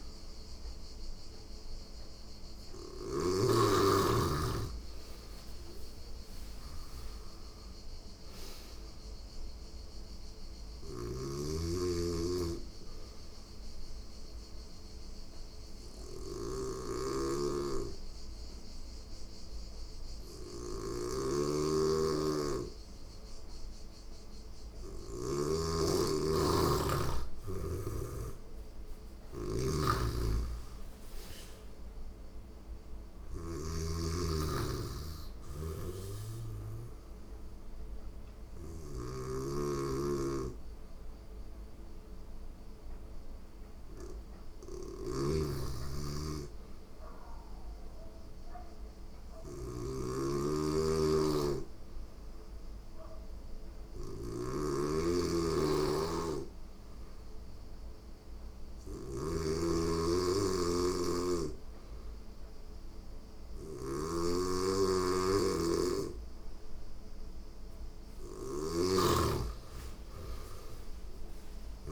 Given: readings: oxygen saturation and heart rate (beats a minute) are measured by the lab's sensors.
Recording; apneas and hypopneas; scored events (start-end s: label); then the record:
breathing in sleep by a room microphone; 1
0.00-2.50 s: snoring (device-marked)
10.00-25.00 s: snoring (device-marked)
12.50-24.50 s: obstructive apnea (oxygen 96% before, 90% lowest, heart rate 88 before, 85 extreme, up 4 after)
26.00-29.50 s: arousal
29.50-33.00 s: snoring (device-marked)
31.50-46.50 s: oxygen desaturation (device-marked, oxygen 96% before, 90% lowest, heart rate 88 before, 85 extreme)
35.00-53.50 s: snoring (device-marked)
63.00-71.50 s: snoring (device-marked)
69.50-71.92 s: oxygen desaturation (device-marked, oxygen 96% before, 91% lowest, heart rate 86 before, 84 extreme)
From the record:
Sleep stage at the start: N2 (light sleep); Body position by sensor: on the back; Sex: female